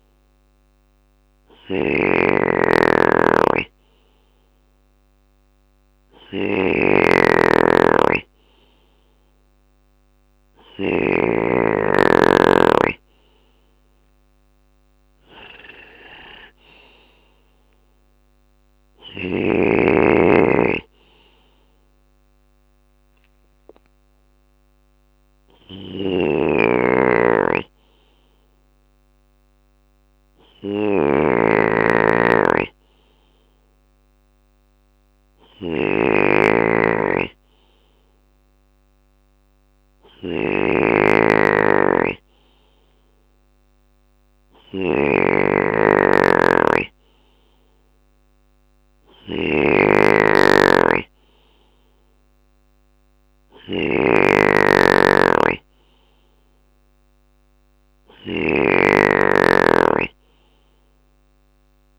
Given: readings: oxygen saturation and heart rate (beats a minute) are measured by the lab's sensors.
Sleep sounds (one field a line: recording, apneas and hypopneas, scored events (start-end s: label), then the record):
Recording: breathing in sleep by a microphone on the trachea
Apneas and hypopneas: none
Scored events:
0.00-10.00 s: snoring (device-marked)
12.00-26.00 s: drop in pulse transit time (device-marked, heart rate 61 before, 60 extreme)
25.00-61.99 s: snoring (device-marked)
From the record:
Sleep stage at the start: N2 (light sleep)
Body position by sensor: on the left side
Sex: male